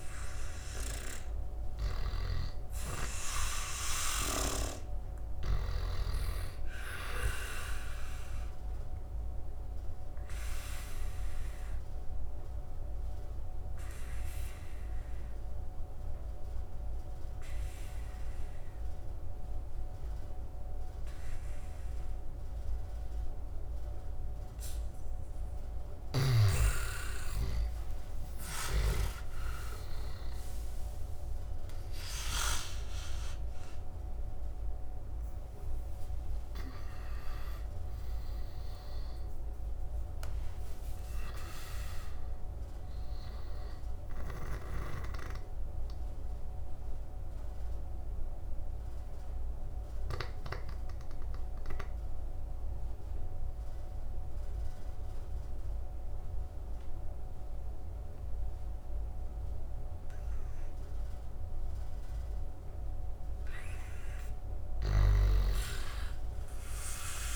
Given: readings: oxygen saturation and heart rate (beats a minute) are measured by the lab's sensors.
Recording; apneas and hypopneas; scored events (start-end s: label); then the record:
breathing in sleep by a room microphone; 2
0.00-1.00 s: arousal
0.00-2.00 s: snoring (device-marked)
1.50-23.50 s: oxygen desaturation (device-marked, oxygen 98% before, 84% lowest, heart rate 72 before, 72 extreme)
8.50-24.00 s: obstructive apnea (oxygen 98% before, 84% lowest, heart rate 75 before, 72 extreme, up 9 after)
26.50-32.00 s: arousal
36.50-62.50 s: oxygen desaturation (device-marked, oxygen 98% before, 85% lowest, heart rate 76 before, 71 extreme)
43.50-50.00 s: snoring (device-marked)
44.50-62.50 s: obstructive apnea (oxygen 99% before, 85% lowest, heart rate 80 before, 71 extreme, up 8 after)
64.50-67.36 s: snoring (device-marked)
65.00-67.36 s: arousal
From the record:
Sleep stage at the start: N2 (light sleep); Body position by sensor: on the back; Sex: male